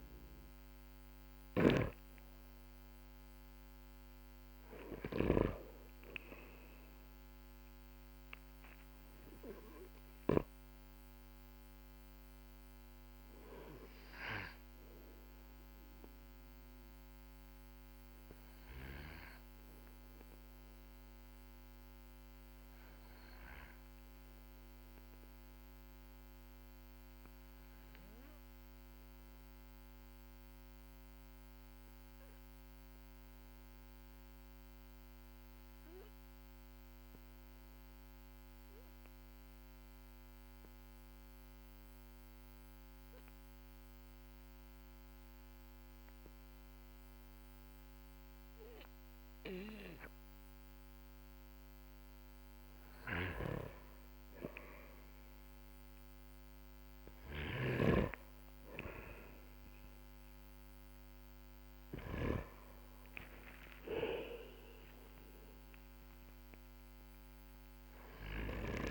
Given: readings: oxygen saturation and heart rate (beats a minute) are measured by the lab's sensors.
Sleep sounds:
breathing in sleep by a microphone on the trachea; 1
0.00-5.00 s: snoring (device-marked)
14.00-51.50 s: obstructive apnea (oxygen 98% before, 92% lowest, heart rate 53 before, 45 extreme, up 13 after)
52.50-61.50 s: snoring (device-marked)
56.50-61.50 s: arousal
From the record:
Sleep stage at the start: N2 (light sleep); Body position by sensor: on the back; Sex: male

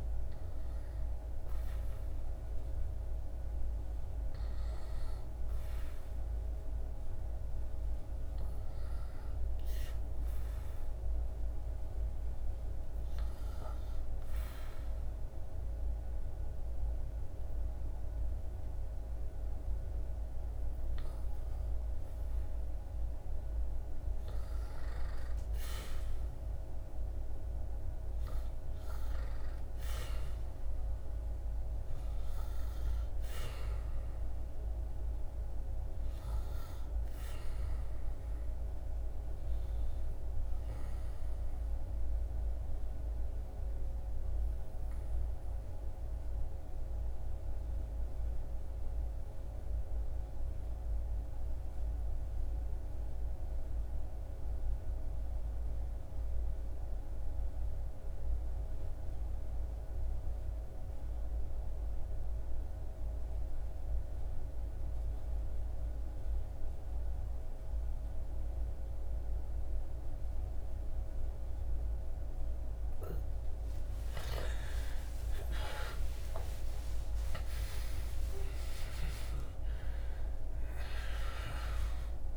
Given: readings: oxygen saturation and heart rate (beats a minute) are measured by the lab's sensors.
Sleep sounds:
breathing in sleep, hard to hear, by a room microphone; 2
13.50-23.50 s: obstructive apnea (oxygen 100% before, 93% lowest, heart rate 77 before, 71 extreme, up 2 after)
25.50-30.00 s: arousal
36.50-82.37 s: new sleep stage, N2 (light sleep)
39.00-70.50 s: obstructive apnea (oxygen 98% before, 86% lowest, heart rate 75 before, 60 extreme, up 19 after)
73.00-77.50 s: arousal
73.50-82.37 s: oxygen desaturation (device-marked, oxygen 98% before, 86% lowest, heart rate 64 before, 75 extreme)
From the record:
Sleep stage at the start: N1 (lightest sleep); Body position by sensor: on the back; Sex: male

